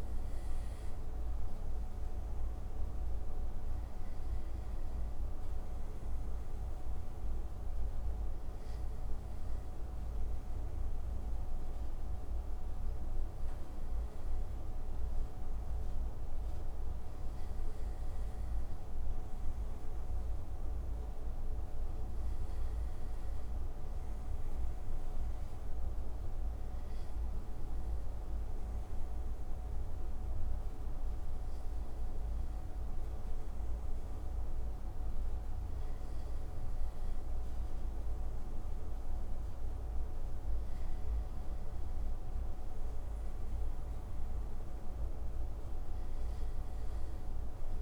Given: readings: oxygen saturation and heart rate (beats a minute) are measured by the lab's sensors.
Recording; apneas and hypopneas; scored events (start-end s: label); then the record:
breathing in sleep, hard to hear, by a room microphone; none
none scored
From the record:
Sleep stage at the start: N2 (light sleep); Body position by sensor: on the right side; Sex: male